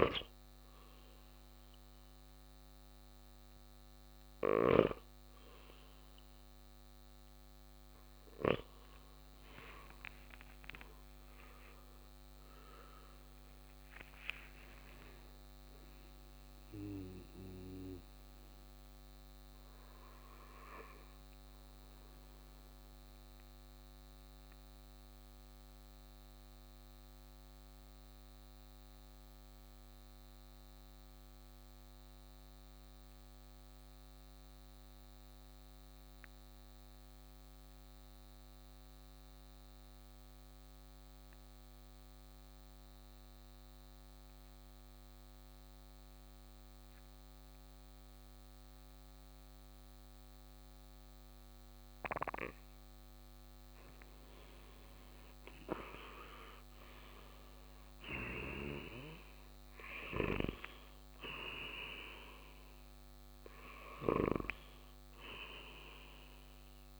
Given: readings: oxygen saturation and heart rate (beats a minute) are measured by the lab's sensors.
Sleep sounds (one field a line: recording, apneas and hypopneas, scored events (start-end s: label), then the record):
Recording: breathing in sleep by a microphone on the trachea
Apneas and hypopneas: 1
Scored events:
11.00-16.00 s: arousal
23.50-53.00 s: mixed apnea (oxygen 96% before, 88% lowest, heart rate 64 before, 55 extreme, up 8 after)
43.00-67.00 s: oxygen desaturation (device-marked, oxygen 98% before, 88% lowest, heart rate 57 before, 54 extreme)
54.50-58.50 s: arousal
58.50-64.50 s: snoring (device-marked)
From the record:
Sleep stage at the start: N2 (light sleep)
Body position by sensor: on the right side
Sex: male